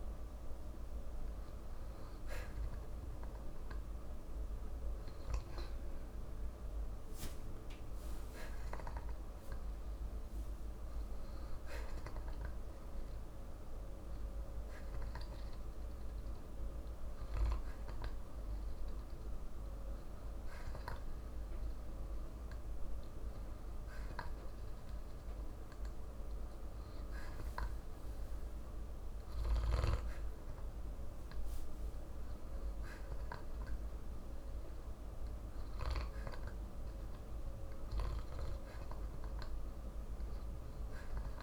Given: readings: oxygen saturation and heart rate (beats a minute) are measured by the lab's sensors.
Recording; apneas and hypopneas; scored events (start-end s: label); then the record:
breathing in sleep, hard to hear, by a room microphone; none
none scored
From the record:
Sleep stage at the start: N2 (light sleep); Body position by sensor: on the back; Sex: male